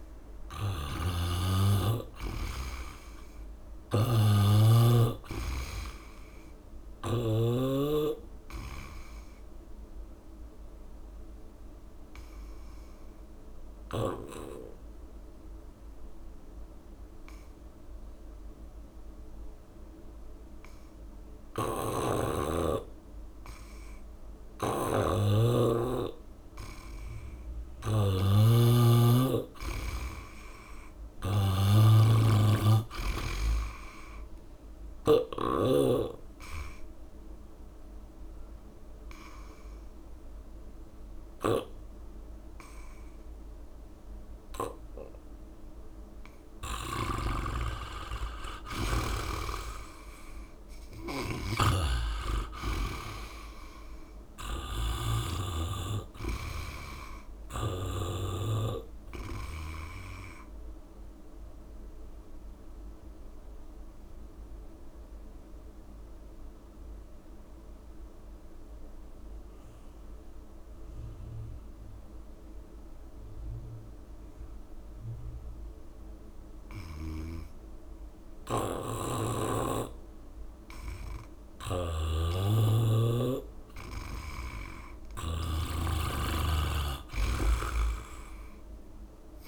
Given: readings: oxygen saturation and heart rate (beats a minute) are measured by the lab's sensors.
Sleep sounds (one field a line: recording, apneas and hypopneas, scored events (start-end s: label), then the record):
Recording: breathing in sleep by a room microphone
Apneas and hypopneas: 3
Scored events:
0.00-7.50 s: snoring (device-marked)
0.00-26.00 s: oxygen desaturation (device-marked, oxygen 85% lowest, heart rate 68 extreme)
1.50-5.00 s: arousal
12.00-25.50 s: obstructive apnea (oxygen 99% before, 85% lowest, heart rate 72 before, 68 extreme, up 12 after)
21.50-35.00 s: snoring (device-marked)
28.50-32.00 s: arousal
29.00-31.00 s: long interval between heartbeats (device-marked, heart rate 70 before, 80 extreme)
34.00-52.00 s: oxygen desaturation (device-marked, oxygen 95% before, 86% lowest, heart rate 72 before, 66 extreme)
36.50-46.50 s: obstructive apnea (oxygen 95% before, 86% lowest, heart rate 73 before, 66 extreme, up 0 after)
41.00-47.00 s: snoring (device-marked)
48.50-52.00 s: arousal
61.00-68.00 s: oxygen desaturation (device-marked, oxygen 95% before, 90% lowest, heart rate 73 before, 66 extreme)
62.00-64.00 s: long interval between heartbeats (device-marked, heart rate 73 before, 82 extreme)
62.00-77.00 s: obstructive apnea (oxygen 95% before, 82% lowest, heart rate 73 before, 64 extreme, up 15 after)
75.00-77.00 s: long interval between heartbeats (device-marked, heart rate 74 before, 77 extreme)
78.50-82.50 s: arousal
79.00-89.47 s: oxygen desaturation (device-marked, oxygen 98% before, 89% lowest, heart rate 75 before, 64 extreme)
From the record:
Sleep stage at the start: N2 (light sleep)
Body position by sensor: on the back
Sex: male